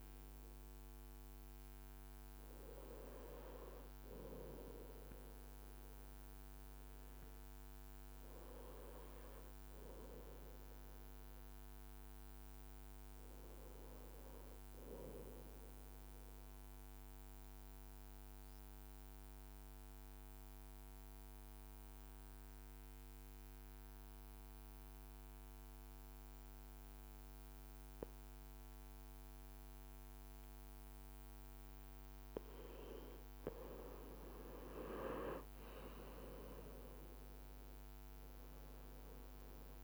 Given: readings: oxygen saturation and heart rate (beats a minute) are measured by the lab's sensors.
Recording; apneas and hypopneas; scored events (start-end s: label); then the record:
breathing in sleep by a microphone on the trachea; 1
6.00-6.50 s: leg movement (device-marked)
9.50-13.50 s: arousal
16.00-31.00 s: obstructive apnea (oxygen 94% before, 90% lowest, heart rate 57 before, 55 extreme, up 1 after)
33.00-37.50 s: arousal
38.00-39.84 s: oxygen desaturation (device-marked, oxygen 94% before, 90% lowest, heart rate 56 before, 54 extreme)
From the record:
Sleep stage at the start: N2 (light sleep); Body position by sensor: on the right side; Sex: male